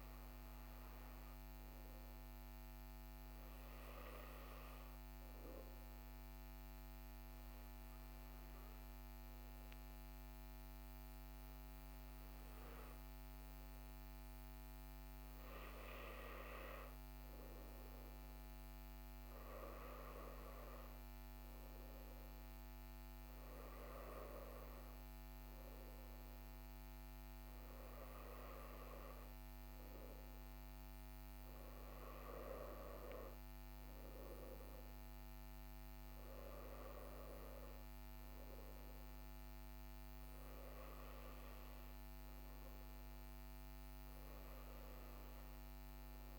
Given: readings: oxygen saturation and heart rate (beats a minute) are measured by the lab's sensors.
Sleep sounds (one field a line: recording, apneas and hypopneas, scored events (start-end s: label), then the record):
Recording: breathing in sleep by a microphone on the trachea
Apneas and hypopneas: 1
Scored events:
5.50-18.00 s: hypopnea (oxygen 96% before, 95% lowest, heart rate 43 before, 40 extreme, up 0 after)
22.00-26.50 s: arousal
From the record:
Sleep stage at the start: N1 (lightest sleep)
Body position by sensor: on the right side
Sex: male